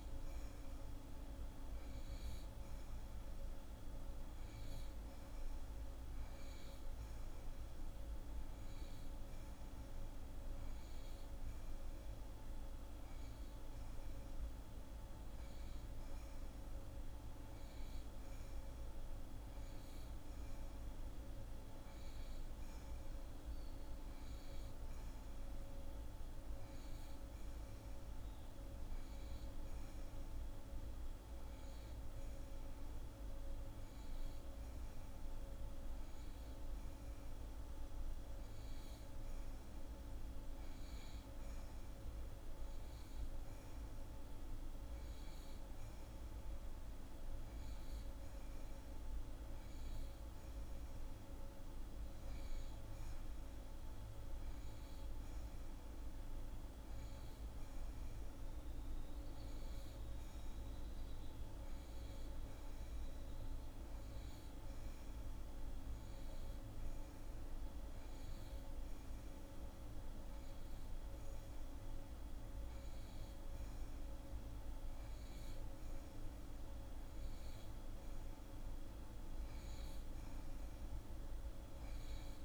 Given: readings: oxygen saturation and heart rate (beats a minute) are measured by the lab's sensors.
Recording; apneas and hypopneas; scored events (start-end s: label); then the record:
breathing in sleep, hard to hear, by a room microphone; none
none scored
From the record:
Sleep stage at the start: N2 (light sleep); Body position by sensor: on the back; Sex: female